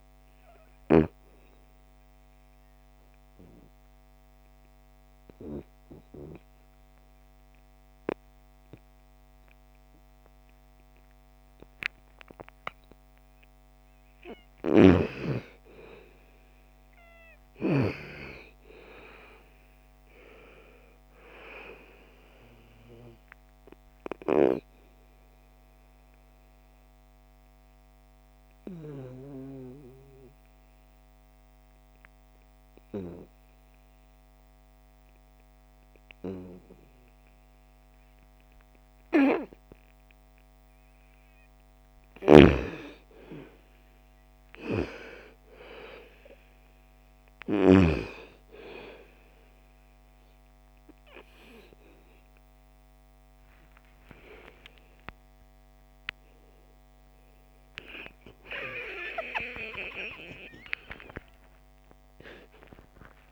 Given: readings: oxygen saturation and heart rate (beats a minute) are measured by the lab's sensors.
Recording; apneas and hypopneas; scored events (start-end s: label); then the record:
a person partly awake in a sleep study, by a microphone on the trachea; 2
0.00-9.00 s: oxygen desaturation (device-marked, oxygen 92% lowest, heart rate 55 extreme)
1.00-13.50 s: obstructive apnea (oxygen 98% before, 89% lowest, heart rate 58 before, 54 extreme, up 7 after)
13.50-17.00 s: snoring (device-marked)
15.00-18.50 s: arousal
17.00-36.00 s: oxygen desaturation (device-marked, oxygen 97% before, 89% lowest, heart rate 60 before, 54 extreme)
22.00-40.00 s: obstructive apnea (oxygen 97% before, 89% lowest, heart rate 60 before, 54 extreme, up 9 after)
35.00-63.32 s: new sleep stage, awake
41.00-47.00 s: snoring (device-marked)
48.00-63.32 s: oxygen desaturation (device-marked, oxygen 98% before, 89% lowest, heart rate 56 before, 59 extreme)
From the record:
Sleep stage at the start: N2 (light sleep); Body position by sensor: on the back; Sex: female